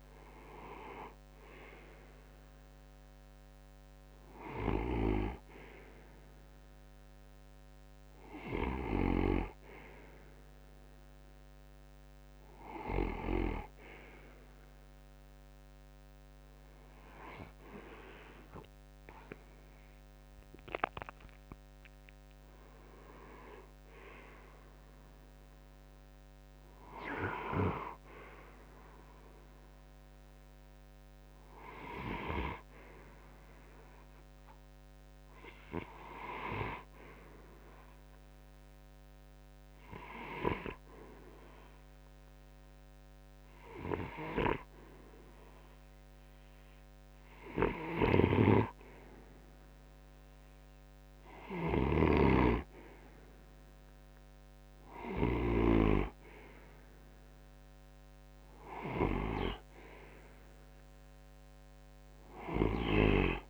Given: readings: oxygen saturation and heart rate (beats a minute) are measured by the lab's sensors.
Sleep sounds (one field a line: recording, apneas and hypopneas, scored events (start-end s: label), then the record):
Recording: breathing in sleep by a microphone on the trachea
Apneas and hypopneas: none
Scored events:
50.50-63.50 s: oxygen desaturation (device-marked, oxygen 92% before, 89% lowest)
51.00-55.00 s: snoring (device-marked)
From the record:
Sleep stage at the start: N2 (light sleep)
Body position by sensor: on the right side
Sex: male